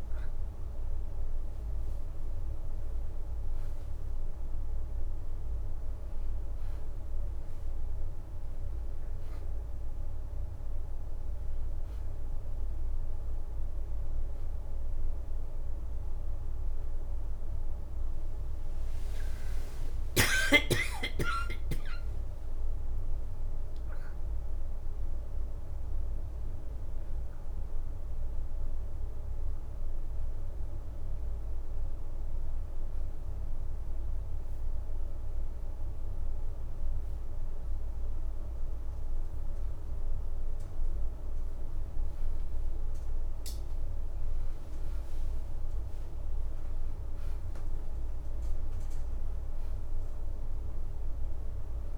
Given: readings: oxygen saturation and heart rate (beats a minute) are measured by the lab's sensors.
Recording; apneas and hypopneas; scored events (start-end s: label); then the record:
a person awake in a sleep study, hard to hear, by a room microphone; none
2.00-4.00 s: leg movement (device-marked)
13.00-21.00 s: oxygen desaturation (device-marked, oxygen 97% before, 93% lowest, heart rate 89 before, 85 extreme)
39.00-51.98 s: oxygen desaturation (device-marked, oxygen 97% before, 90% lowest, heart rate 88 before, 84 extreme)
44.00-46.00 s: leg movement (device-marked)
From the record:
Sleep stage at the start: awake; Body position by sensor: on the back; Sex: female